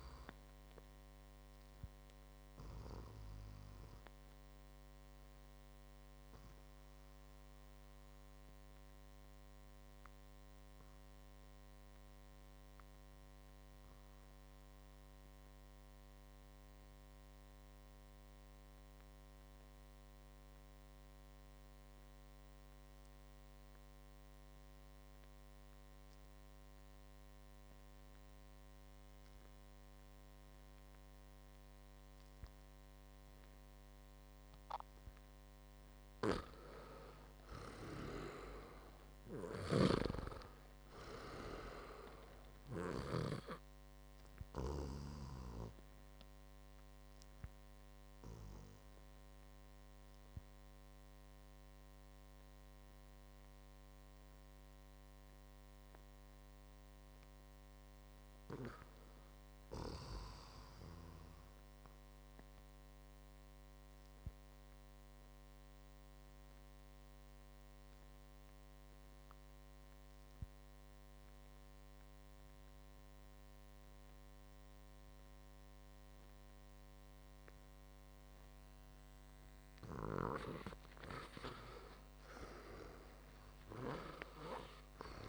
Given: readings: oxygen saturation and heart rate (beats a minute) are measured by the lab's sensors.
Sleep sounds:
breathing in sleep by a microphone on the trachea; 3
0.00-21.50 s: oxygen desaturation (device-marked, oxygen 91% lowest, heart rate 52 extreme)
0.50-35.00 s: mixed apnea (oxygen 98% before, 90% lowest, heart rate 56 before, 52 extreme, up 10 after)
36.50-40.00 s: arousal
37.50-61.50 s: oxygen desaturation (device-marked, oxygen 99% before, 90% lowest, heart rate 57 before, 55 extreme)
46.00-56.00 s: obstructive apnea (oxygen 99% before, 90% lowest, heart rate 60 before, 57 extreme, up 7 after)
57.50-60.50 s: arousal
63.00-79.50 s: obstructive apnea (oxygen 99% before, 88% lowest, heart rate 63 before, 55 extreme, up 1 after)
81.00-84.50 s: arousal
From the record:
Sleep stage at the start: REM sleep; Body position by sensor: on the right side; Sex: male

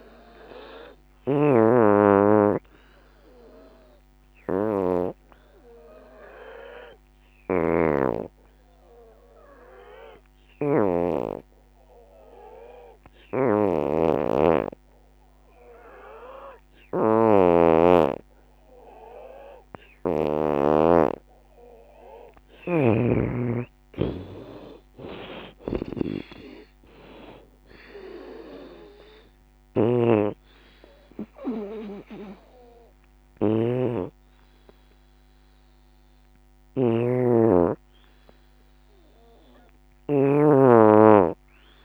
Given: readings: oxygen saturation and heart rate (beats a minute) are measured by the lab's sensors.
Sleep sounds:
breathing in sleep by a microphone on the trachea; 1
1.00-13.00 s: oxygen desaturation (device-marked, oxygen 94% before, 86% lowest, heart rate 79 before, 62 extreme)
1.50-20.00 s: obstructive apnea (oxygen 94% before, 83% lowest, heart rate 79 before, 62 extreme, up 28 after)
20.00-40.00 s: oxygen desaturation (device-marked, oxygen 89% before, 83% lowest, heart rate 72 before, 62 extreme)
22.00-34.00 s: drop in pulse transit time (device-marked, heart rate 72 before, 77 extreme)
23.00-27.00 s: arousal
From the record:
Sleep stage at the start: N2 (light sleep); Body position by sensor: on the back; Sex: female

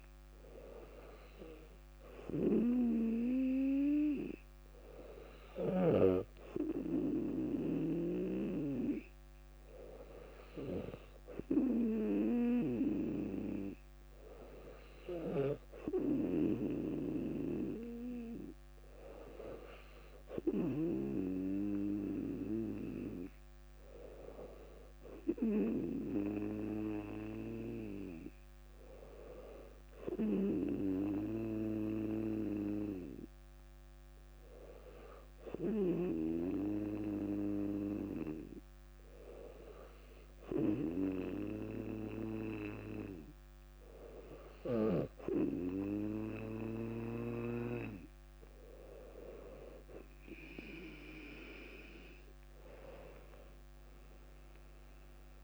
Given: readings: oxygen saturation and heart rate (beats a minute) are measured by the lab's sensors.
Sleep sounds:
breathing in sleep by a microphone on the trachea; none
53.00-55.44 s: arousal
From the record:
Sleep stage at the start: N2 (light sleep); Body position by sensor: on the back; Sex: female

